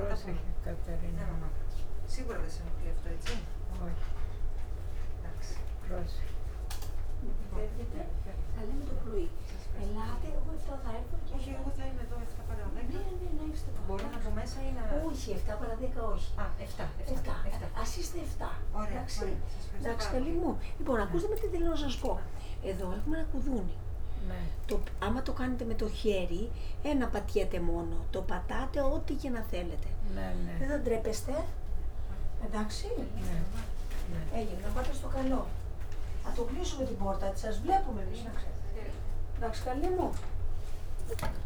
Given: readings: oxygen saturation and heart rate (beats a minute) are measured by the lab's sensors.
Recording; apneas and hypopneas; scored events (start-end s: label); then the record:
a person awake in a sleep study, by a room microphone; none
0.00-4.00 s: snoring (device-marked)
30.00-34.50 s: snoring (device-marked)
From the record:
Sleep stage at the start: awake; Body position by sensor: on the back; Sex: female